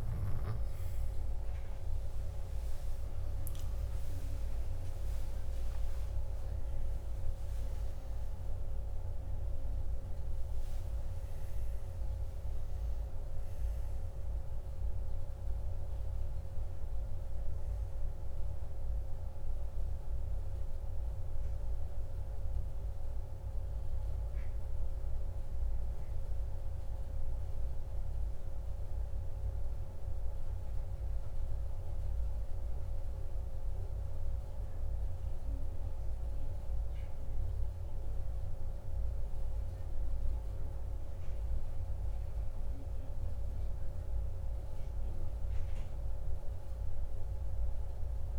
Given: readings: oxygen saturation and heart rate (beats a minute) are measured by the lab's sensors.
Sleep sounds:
breathing in sleep, hard to hear, by a room microphone; none
4.00-10.00 s: arousal
From the record:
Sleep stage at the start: N1 (lightest sleep); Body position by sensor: on the back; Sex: male

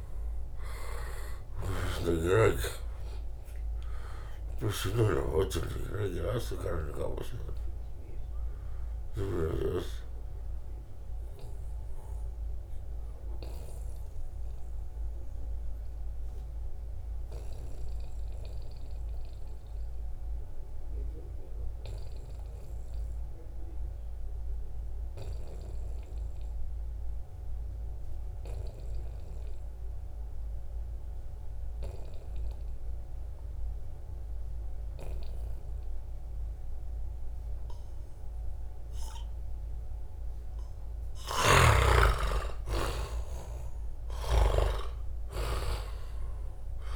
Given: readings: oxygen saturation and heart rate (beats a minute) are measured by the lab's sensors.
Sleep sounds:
breathing in sleep by a room microphone; 1
0.00-18.00 s: oxygen desaturation (device-marked, oxygen 88% lowest, heart rate 66 extreme)
1.00-4.50 s: snoring (device-marked)
10.50-40.00 s: obstructive apnea (oxygen 95% before, 88% lowest, heart rate 76 before, 66 extreme, up 5 after)
35.00-46.96 s: oxygen desaturation (device-marked, oxygen 96% before, 88% lowest, heart rate 73 before, 66 extreme)
41.50-45.50 s: arousal
From the record:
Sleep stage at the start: N2 (light sleep); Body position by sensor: on the back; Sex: male

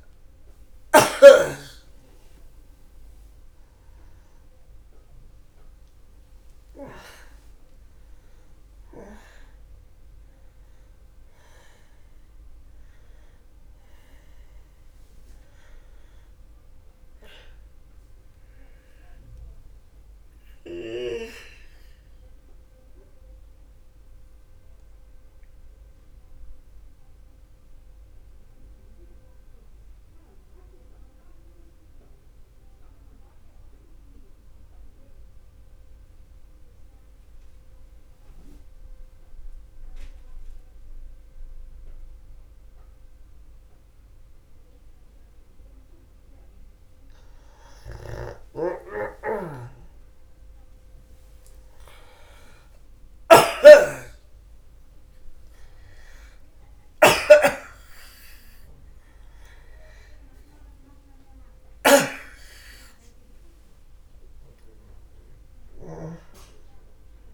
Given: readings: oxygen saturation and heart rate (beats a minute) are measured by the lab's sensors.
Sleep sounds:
breathing in sleep by a room microphone; 1
0.00-2.50 s: snoring (device-marked)
0.00-31.00 s: oxygen desaturation (device-marked, oxygen 86% lowest, heart rate 44 extreme)
19.50-48.00 s: central apnea (oxygen 98% before, 86% lowest, heart rate 56 before, 38 extreme, up 1 after)
49.00-67.34 s: snoring (device-marked)
49.50-54.00 s: arousal
56.00-67.34 s: oxygen desaturation (device-marked, oxygen 98% before, 88% lowest, heart rate 54 before, 44 extreme)
From the record:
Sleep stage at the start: N2 (light sleep); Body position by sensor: on the back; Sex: male

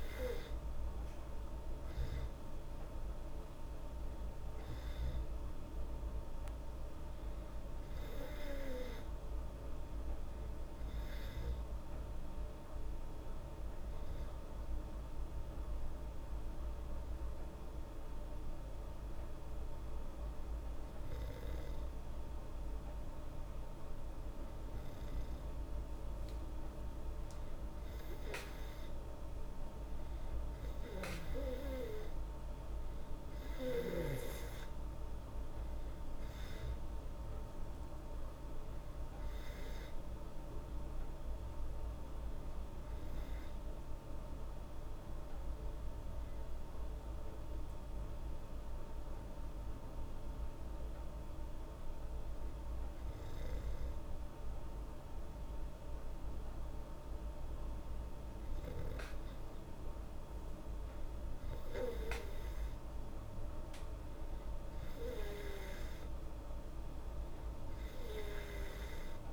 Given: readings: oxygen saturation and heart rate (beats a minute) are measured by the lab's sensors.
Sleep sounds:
breathing in sleep by a room microphone; 2
0.00-2.50 s: arousal
12.50-24.50 s: hypopnea (oxygen 97% before, 95% lowest, heart rate 76 before, 73 extreme, up 4 after)
27.00-30.50 s: arousal
45.00-56.50 s: hypopnea (oxygen 97% before, 95% lowest, heart rate 77 before, 73 extreme, up 3 after)
59.50-64.00 s: arousal
From the record:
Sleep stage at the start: N2 (light sleep); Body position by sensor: on the back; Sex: female

